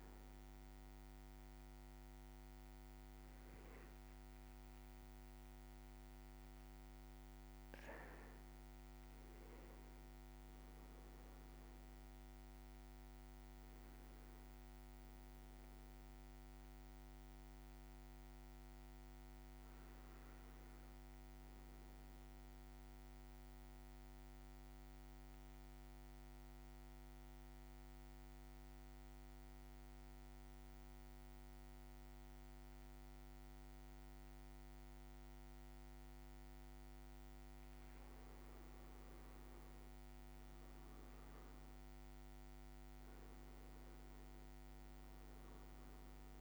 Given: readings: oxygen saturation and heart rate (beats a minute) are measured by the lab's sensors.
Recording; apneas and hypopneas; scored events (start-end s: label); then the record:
breathing in sleep, hard to hear, by a microphone on the trachea; 1
2.50-7.50 s: leg movement (device-marked)
2.50-8.00 s: arousal
23.00-36.50 s: central apnea (oxygen 99% before, 94% lowest, heart rate 58 before, 55 extreme, up 5 after)
38.00-41.50 s: leg movement (device-marked)
39.00-44.00 s: arousal
42.00-46.41 s: oxygen desaturation (device-marked, oxygen 98% before, 94% lowest, heart rate 56 before, 56 extreme)
From the record:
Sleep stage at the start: N2 (light sleep); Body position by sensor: on the back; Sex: male